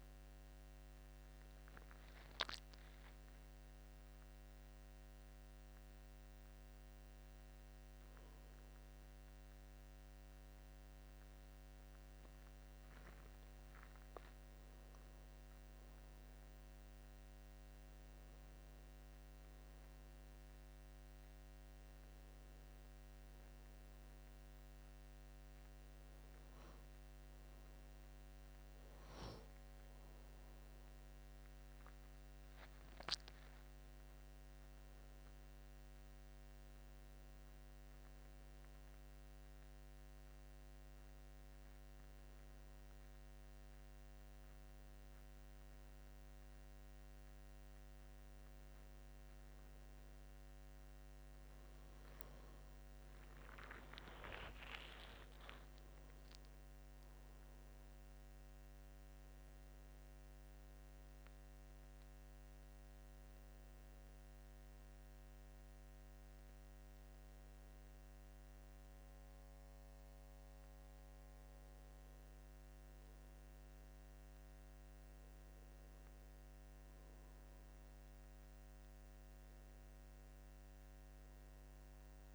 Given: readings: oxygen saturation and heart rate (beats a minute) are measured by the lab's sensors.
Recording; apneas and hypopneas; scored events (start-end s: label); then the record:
breathing in sleep, hard to hear, by a microphone on the trachea; 1
0.00-1.50 s: oxygen desaturation (device-marked, oxygen 93% lowest, heart rate 78 extreme)
52.50-55.00 s: arousal
64.00-75.00 s: hypopnea (oxygen 97% before, 93% lowest, heart rate 86 before, 79 extreme, up 2 after)
77.00-80.50 s: arousal
79.50-82.35 s: oxygen desaturation (device-marked, oxygen 97% before, 93% lowest, heart rate 81 before, 80 extreme)
From the record:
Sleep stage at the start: N2 (light sleep); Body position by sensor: on the back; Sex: male